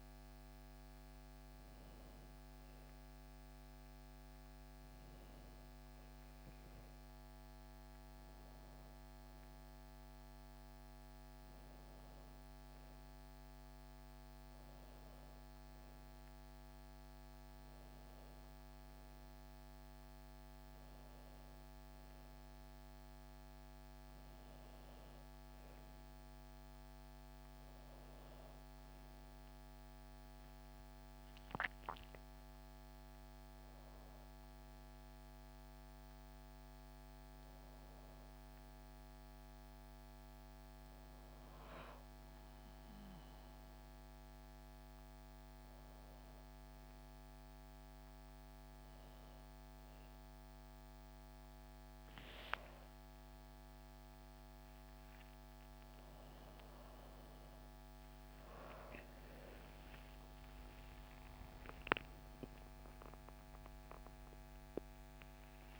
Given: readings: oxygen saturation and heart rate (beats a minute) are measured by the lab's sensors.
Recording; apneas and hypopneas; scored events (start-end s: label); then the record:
a person awake in a sleep study, hard to hear, by a microphone on the trachea; none
none scored
From the record:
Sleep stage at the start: awake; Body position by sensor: on the back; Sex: female